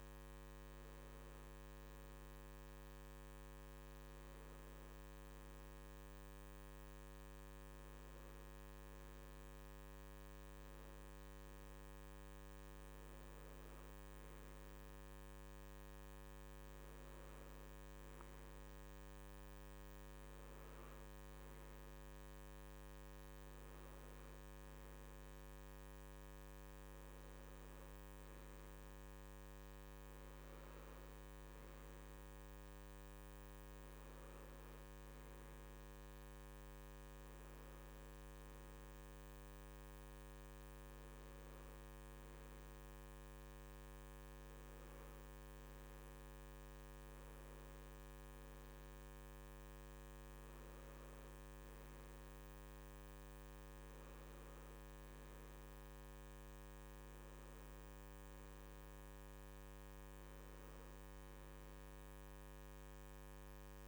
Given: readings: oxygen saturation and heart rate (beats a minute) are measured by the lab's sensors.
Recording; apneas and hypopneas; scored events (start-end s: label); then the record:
breathing in sleep, hard to hear, by a microphone on the trachea; none
none scored
From the record:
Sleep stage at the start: N3 (deep sleep); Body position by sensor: on the right side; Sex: male